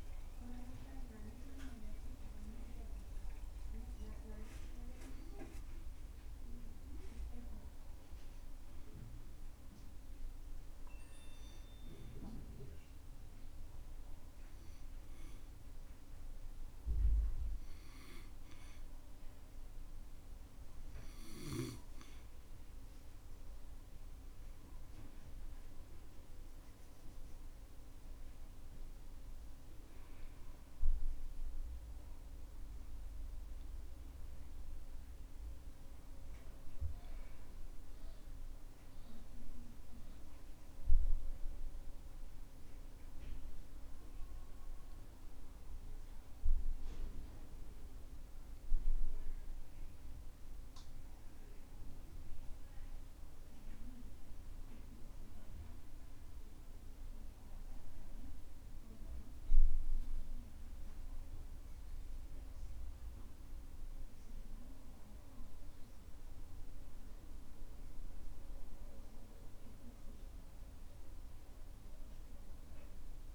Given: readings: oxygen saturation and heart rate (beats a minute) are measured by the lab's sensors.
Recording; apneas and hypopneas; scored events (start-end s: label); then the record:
breathing in sleep by a room microphone; none
none scored
From the record:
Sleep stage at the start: N1 (lightest sleep); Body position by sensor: on the back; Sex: male